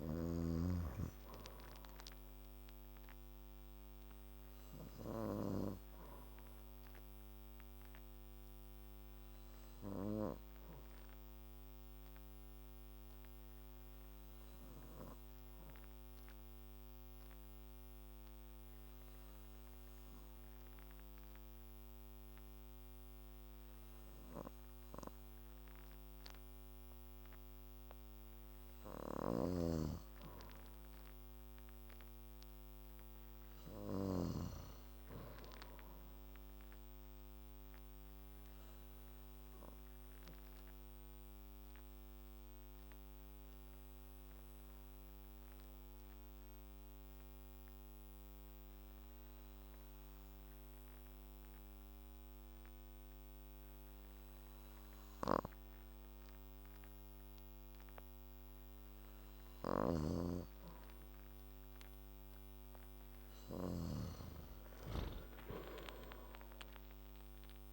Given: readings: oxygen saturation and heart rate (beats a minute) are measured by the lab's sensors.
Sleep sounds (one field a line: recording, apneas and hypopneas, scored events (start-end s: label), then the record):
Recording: breathing in sleep by a microphone on the trachea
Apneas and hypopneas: 2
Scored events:
2.50-6.00 s: arousal
9.00-27.50 s: obstructive apnea (oxygen 95% before, 91% lowest, heart rate 59 before, 55 extreme, up 5 after)
29.00-34.50 s: snoring (device-marked)
31.00-35.00 s: arousal
41.00-59.00 s: obstructive apnea (oxygen 97% before, 91% lowest, heart rate 62 before, 55 extreme, up 9 after)
49.00-57.00 s: oxygen desaturation (device-marked, oxygen 95% before, 91% lowest, heart rate 61 before, 56 extreme)
59.50-64.00 s: snoring (device-marked)
60.50-64.50 s: arousal
From the record:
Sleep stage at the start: N2 (light sleep)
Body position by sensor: on the back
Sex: male